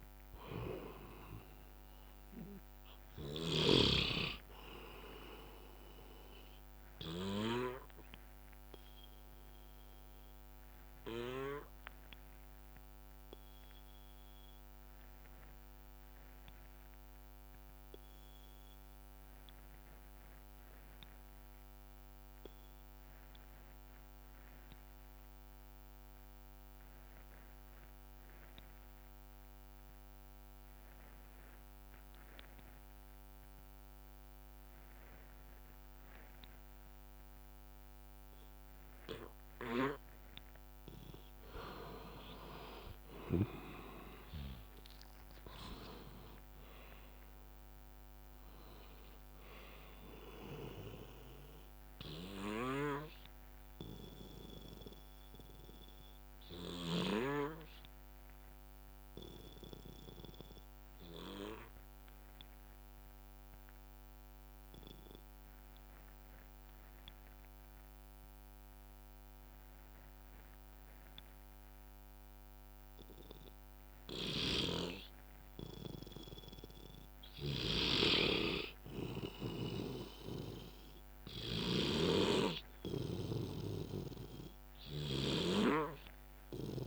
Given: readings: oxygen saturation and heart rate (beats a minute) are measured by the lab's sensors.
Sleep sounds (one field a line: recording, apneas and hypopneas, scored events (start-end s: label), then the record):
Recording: breathing in sleep by a microphone on the trachea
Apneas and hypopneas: 2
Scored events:
0.00-10.00 s: drop in pulse transit time (device-marked, heart rate 66 extreme)
0.00-15.00 s: oxygen desaturation (device-marked, oxygen 86% lowest, heart rate 56 extreme)
8.00-15.00 s: bradycardia (device-marked, heart rate 65 before, 56 extreme)
9.00-39.50 s: obstructive apnea (oxygen 97% before, 84% lowest, heart rate 68 before, 54 extreme, up 18 after)
33.00-65.00 s: oxygen desaturation (device-marked, oxygen 99% before, 84% lowest, heart rate 62 before, 54 extreme)
43.00-47.50 s: arousal
43.00-56.00 s: drop in pulse transit time (device-marked, heart rate 64 before, 55 extreme)
51.00-69.00 s: bradycardia (device-marked, heart rate 63 before, 54 extreme)
52.50-57.50 s: snoring (device-marked)
54.00-76.00 s: obstructive apnea (oxygen 99% before, 84% lowest, heart rate 69 before, 55 extreme, up 9 after)
74.00-85.50 s: snoring (device-marked)
78.00-82.50 s: arousal
79.00-86.87 s: oxygen desaturation (device-marked, oxygen 100% before, 93% lowest, heart rate 59 before, 57 extreme)
82.00-86.87 s: bradycardia (device-marked, heart rate 63 before, 57 extreme)
From the record:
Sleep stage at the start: N2 (light sleep)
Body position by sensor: on the back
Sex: male